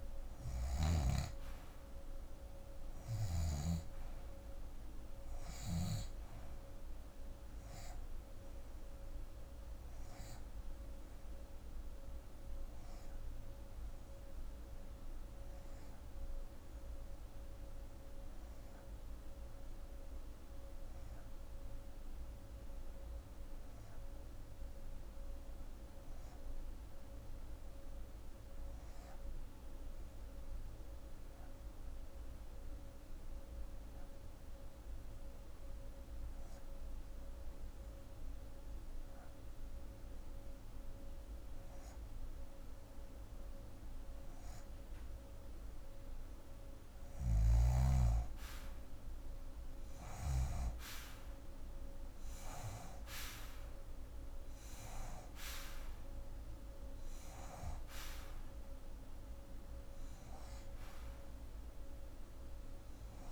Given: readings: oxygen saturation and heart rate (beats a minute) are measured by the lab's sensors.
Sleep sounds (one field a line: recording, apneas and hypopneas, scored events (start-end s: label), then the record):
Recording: breathing in sleep by a room microphone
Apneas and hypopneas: 1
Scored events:
0.00-2.50 s: arousal
0.00-28.50 s: oxygen desaturation (device-marked, oxygen 84% lowest, heart rate 40 extreme)
11.50-44.00 s: hypopnea (oxygen 90% before, 80% lowest, heart rate 118 before, 28 extreme, up 19 after)
38.50-63.32 s: oxygen desaturation (device-marked, oxygen 90% before, 80% lowest)
45.50-63.32 s: new sleep stage, N2 (light sleep)
46.50-50.00 s: snoring (device-marked)
46.50-52.00 s: arousal
From the record:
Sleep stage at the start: REM sleep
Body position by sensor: on the left side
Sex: female